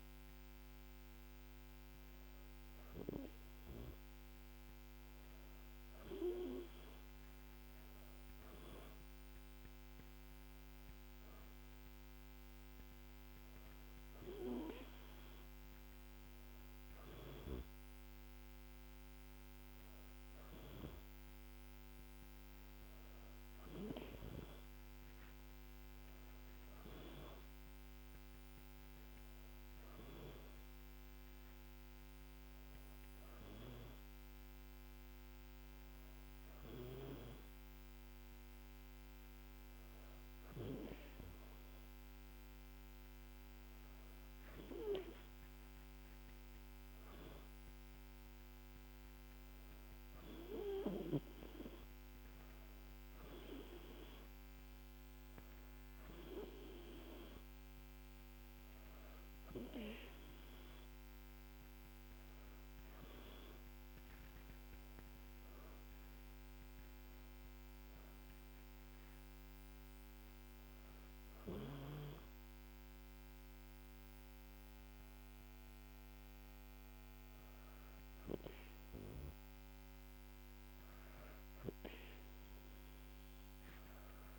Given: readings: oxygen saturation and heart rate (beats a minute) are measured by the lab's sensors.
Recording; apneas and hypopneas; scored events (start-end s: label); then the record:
breathing in sleep by a microphone on the trachea; none
none scored
From the record:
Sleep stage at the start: N2 (light sleep); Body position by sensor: on the back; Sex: female